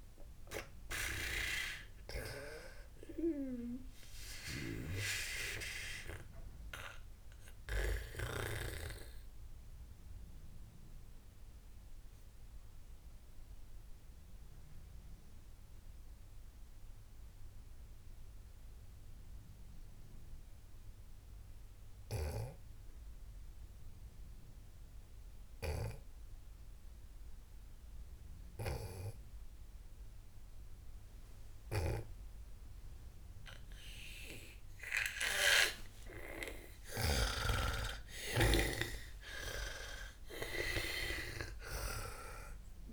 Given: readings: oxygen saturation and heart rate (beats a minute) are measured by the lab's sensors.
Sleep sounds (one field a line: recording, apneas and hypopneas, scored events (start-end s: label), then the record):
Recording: breathing in sleep by a room microphone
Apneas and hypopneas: 1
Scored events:
0.00-9.00 s: snoring (device-marked)
0.00-18.00 s: oxygen desaturation (device-marked, oxygen 92% lowest, heart rate 53 extreme)
6.00-36.50 s: obstructive apnea (oxygen 97% before, 92% lowest, heart rate 70 before, 53 extreme, up 59 after)
26.00-38.00 s: snoring (device-marked)
35.00-42.93 s: oxygen desaturation (device-marked, oxygen 98% before, 92% lowest, heart rate 57 before, 55 extreme)
39.00-42.50 s: arousal
From the record:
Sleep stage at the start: N2 (light sleep)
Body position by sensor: on the back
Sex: female